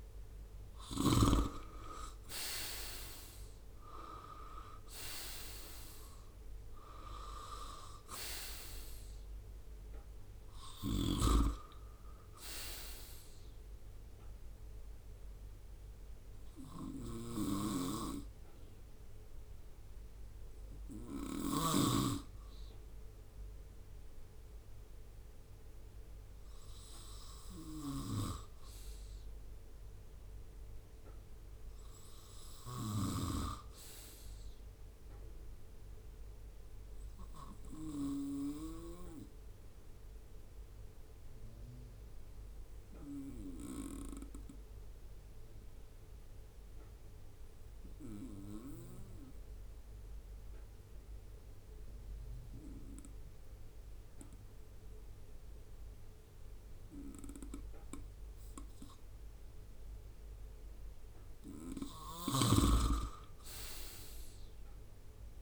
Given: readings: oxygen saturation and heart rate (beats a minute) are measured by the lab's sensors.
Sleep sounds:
breathing in sleep by a room microphone; 1
0.00-3.00 s: arousal
0.00-43.50 s: oxygen desaturation (device-marked, oxygen 75% lowest, heart rate 65 extreme)
30.00-34.50 s: arousal
38.00-60.00 s: obstructive apnea (oxygen 85% before, 89% lowest, heart rate 72 before, 65 extreme, up 6 after)
61.50-65.42 s: snoring (device-marked)
63.50-65.42 s: arousal
From the record:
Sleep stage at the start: REM sleep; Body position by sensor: on the right side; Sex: male

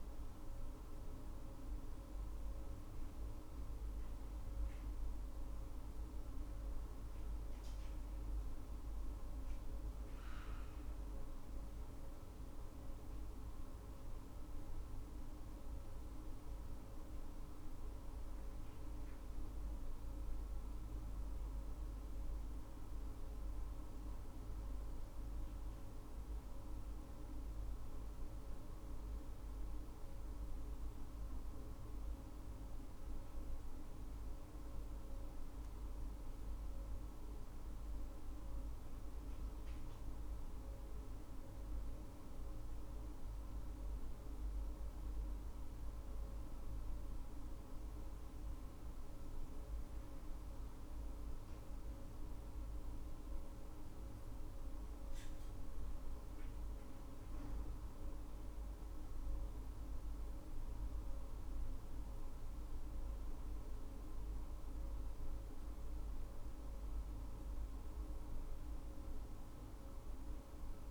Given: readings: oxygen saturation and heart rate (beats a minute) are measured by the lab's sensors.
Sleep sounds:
breathing in sleep, hard to hear, by a room microphone; none
23.50-70.91 s: new sleep stage, N2 (light sleep)
From the record:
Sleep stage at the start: N1 (lightest sleep); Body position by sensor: on the right side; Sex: female

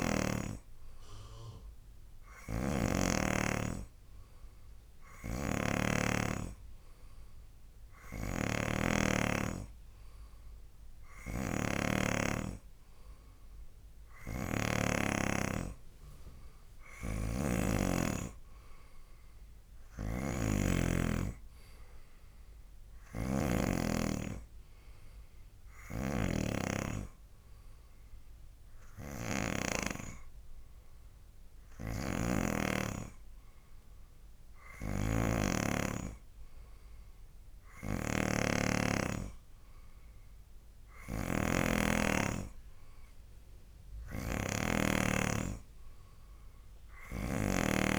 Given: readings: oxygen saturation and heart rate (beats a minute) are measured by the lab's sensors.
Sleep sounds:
breathing in sleep by a room microphone; none
2.50-18.00 s: snoring (device-marked)
20.00-24.00 s: snoring (device-marked)
26.00-30.00 s: snoring (device-marked)
32.00-47.99 s: snoring (device-marked)
From the record:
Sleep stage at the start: N2 (light sleep); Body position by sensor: on the right side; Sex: male

